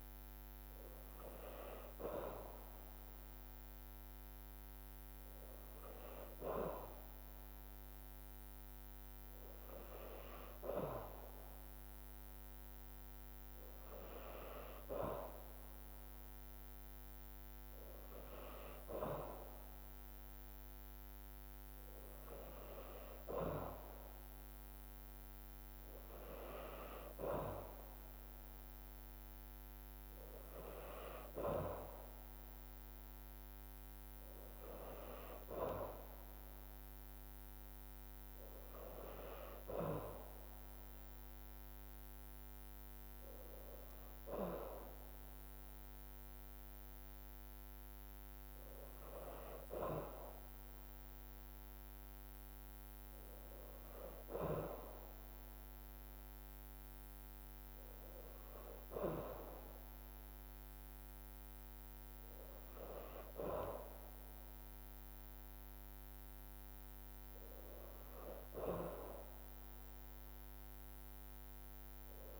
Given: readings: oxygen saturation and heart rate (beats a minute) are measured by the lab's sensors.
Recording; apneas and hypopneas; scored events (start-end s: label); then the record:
breathing in sleep by a microphone on the trachea; none
46.50-55.50 s: drop in pulse transit time (device-marked, heart rate 53 before, 52 extreme)
From the record:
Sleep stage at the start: N2 (light sleep); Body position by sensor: on the back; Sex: female